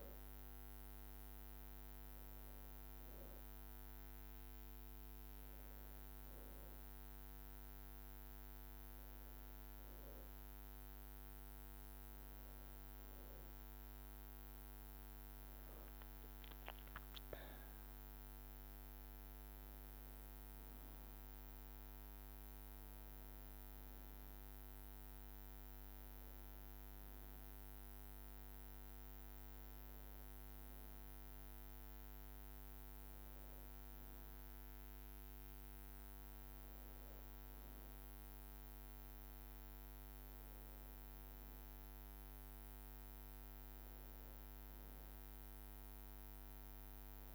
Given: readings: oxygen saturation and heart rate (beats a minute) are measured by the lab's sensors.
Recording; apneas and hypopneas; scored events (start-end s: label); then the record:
breathing in sleep, hard to hear, by a microphone on the trachea; none
none scored
From the record:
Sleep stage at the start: N2 (light sleep); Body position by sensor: on the back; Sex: female